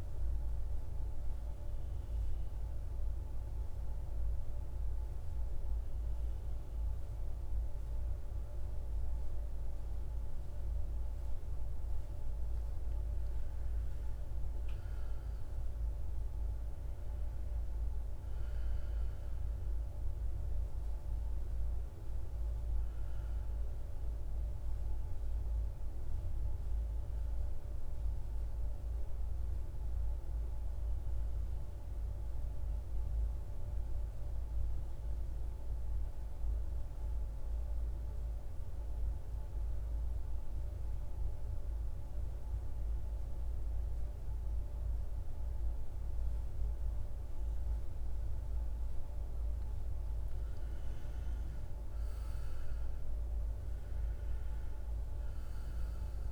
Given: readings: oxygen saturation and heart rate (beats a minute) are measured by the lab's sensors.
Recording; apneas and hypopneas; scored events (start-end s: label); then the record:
breathing in sleep, hard to hear, by a room microphone; 2
3.00-13.00 s: central apnea (oxygen 98% before, 86% lowest, heart rate 59 before, 56 extreme, up 9 after)
3.00-56.32 s: new sleep stage, N2 (light sleep)
15.50-20.00 s: arousal
18.00-36.00 s: oxygen desaturation (device-marked, oxygen 96% before, 91% lowest, heart rate 58 before, 58 extreme)
33.00-49.00 s: mixed apnea (oxygen 97% before, 85% lowest, heart rate 62 before, 56 extreme, up 11 after)
50.50-54.00 s: arousal
53.00-56.32 s: oxygen desaturation (device-marked, oxygen 97% before, 86% lowest, heart rate 59 before, 56 extreme)
From the record:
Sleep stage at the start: N1 (lightest sleep); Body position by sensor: on the back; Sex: male